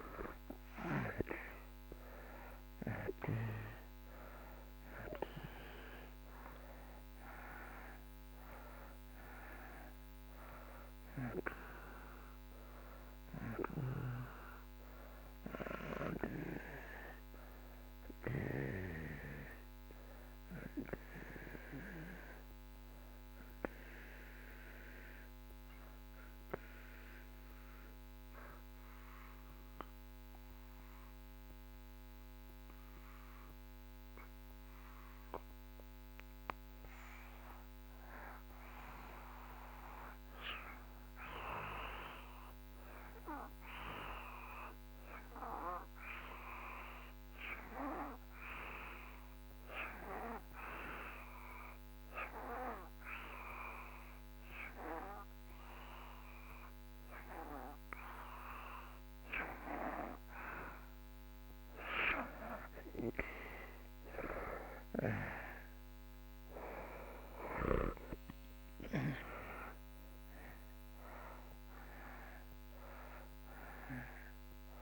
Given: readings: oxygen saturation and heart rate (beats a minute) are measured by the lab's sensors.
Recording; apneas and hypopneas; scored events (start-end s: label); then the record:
breathing in sleep by a microphone on the trachea; 1
0.00-3.50 s: arousal
1.50-39.50 s: oxygen desaturation (device-marked, oxygen 95% before, 82% lowest)
22.50-58.50 s: obstructive apnea (oxygen 95% before, 82% lowest)
55.50-57.50 s: oxygen desaturation (device-marked, oxygen 95% before, 92% lowest)
62.50-67.50 s: arousal
From the record:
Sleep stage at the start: N2 (light sleep); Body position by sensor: on the back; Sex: male